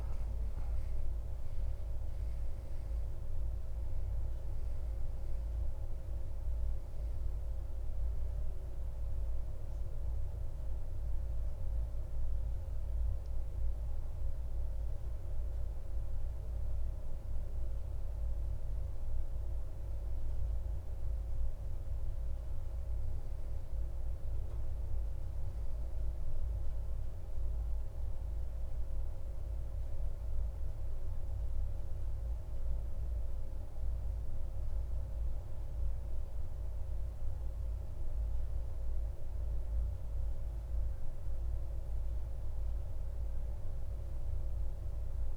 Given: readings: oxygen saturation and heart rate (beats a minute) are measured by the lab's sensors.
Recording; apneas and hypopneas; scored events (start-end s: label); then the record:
breathing in sleep, hard to hear, by a room microphone; none
none scored
From the record:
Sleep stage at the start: N2 (light sleep); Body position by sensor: on the back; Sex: male